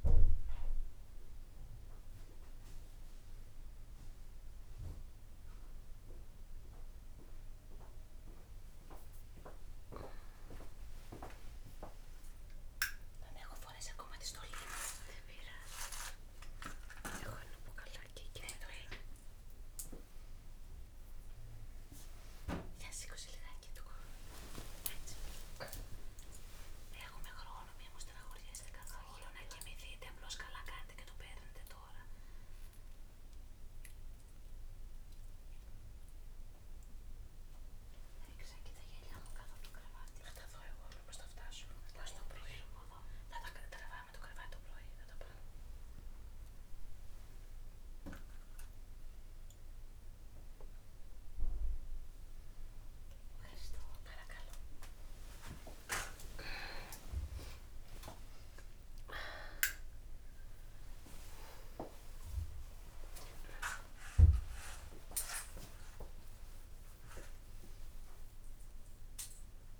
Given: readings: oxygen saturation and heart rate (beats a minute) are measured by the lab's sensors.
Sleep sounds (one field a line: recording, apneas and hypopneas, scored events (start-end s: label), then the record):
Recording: a person awake in a sleep study, by a room microphone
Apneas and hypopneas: none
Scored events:
none scored
From the record:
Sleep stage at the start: awake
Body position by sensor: on the back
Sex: female